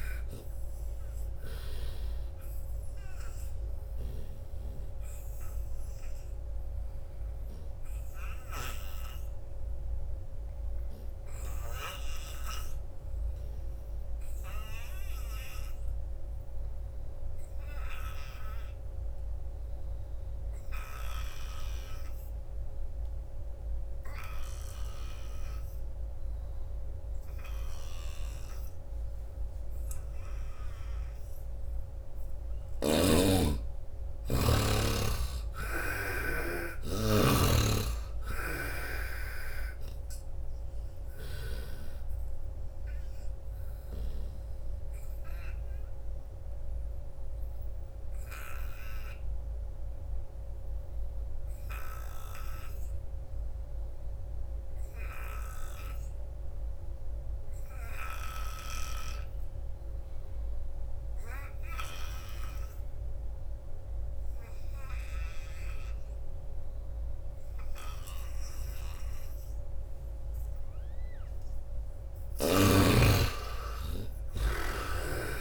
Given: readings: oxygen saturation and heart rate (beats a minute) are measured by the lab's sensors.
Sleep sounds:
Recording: breathing in sleep by a room microphone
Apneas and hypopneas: 2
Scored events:
0.00-4.50 s: snoring (device-marked)
0.00-17.00 s: oxygen desaturation (device-marked, oxygen 71% lowest, heart rate 70 extreme)
2.00-31.50 s: obstructive apnea (oxygen 98% before, 70% lowest, heart rate 80 before, 70 extreme, up 17 after)
27.00-54.00 s: oxygen desaturation (device-marked, oxygen 97% before, 73% lowest, heart rate 86 before, 65 extreme)
27.50-33.00 s: snoring (device-marked)
32.50-36.50 s: arousal
37.50-41.50 s: snoring (device-marked)
43.00-70.50 s: obstructive apnea (oxygen 97% before, 69% lowest, heart rate 80 before, 65 extreme, up 22 after)
56.00-75.41 s: oxygen desaturation (device-marked, oxygen 98% before, 70% lowest, heart rate 87 before, 65 extreme)
72.00-75.41 s: arousal
From the record:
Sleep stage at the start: N2 (light sleep)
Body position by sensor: on the right side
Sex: male

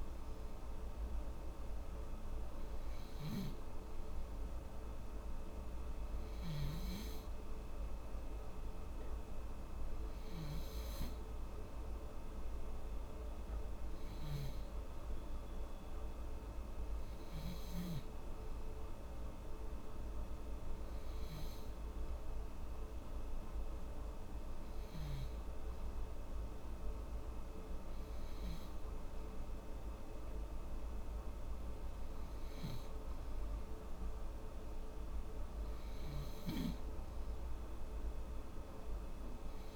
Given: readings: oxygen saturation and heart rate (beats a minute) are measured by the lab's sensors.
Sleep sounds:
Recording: breathing in sleep, hard to hear, by a room microphone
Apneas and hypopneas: none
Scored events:
none scored
From the record:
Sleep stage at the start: N2 (light sleep)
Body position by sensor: on the back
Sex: female

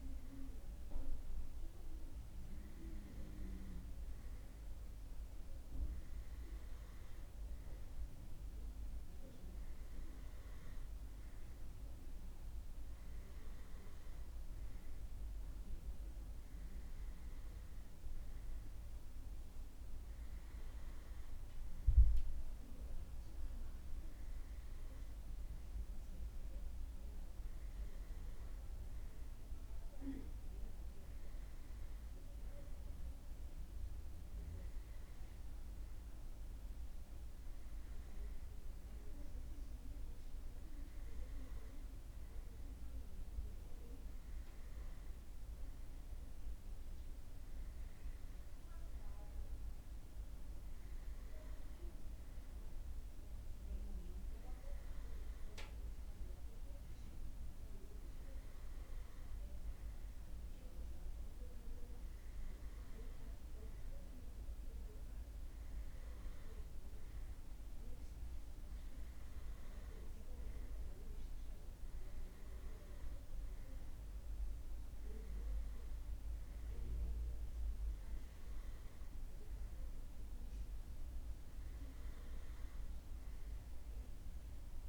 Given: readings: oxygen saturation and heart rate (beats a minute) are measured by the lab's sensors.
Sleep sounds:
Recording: breathing in sleep, hard to hear, by a room microphone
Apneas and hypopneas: none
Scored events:
none scored
From the record:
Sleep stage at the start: N2 (light sleep)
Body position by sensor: on the right side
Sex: male

